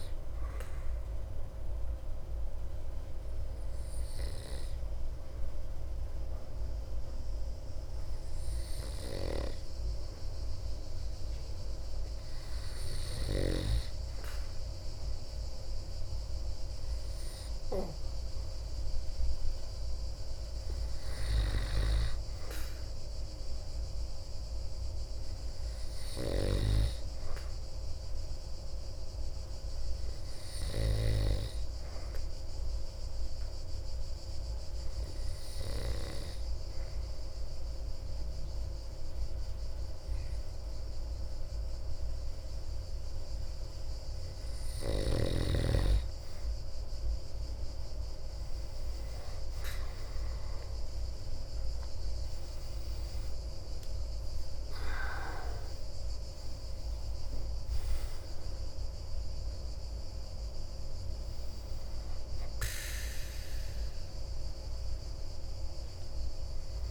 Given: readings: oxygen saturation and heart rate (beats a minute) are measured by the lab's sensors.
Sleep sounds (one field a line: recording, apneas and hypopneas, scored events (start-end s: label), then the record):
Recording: breathing in sleep by a room microphone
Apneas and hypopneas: 1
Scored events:
28.50-43.50 s: obstructive apnea (oxygen 97% before, 92% lowest)
48.50-53.00 s: arousal
From the record:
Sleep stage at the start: N2 (light sleep)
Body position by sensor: on the back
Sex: male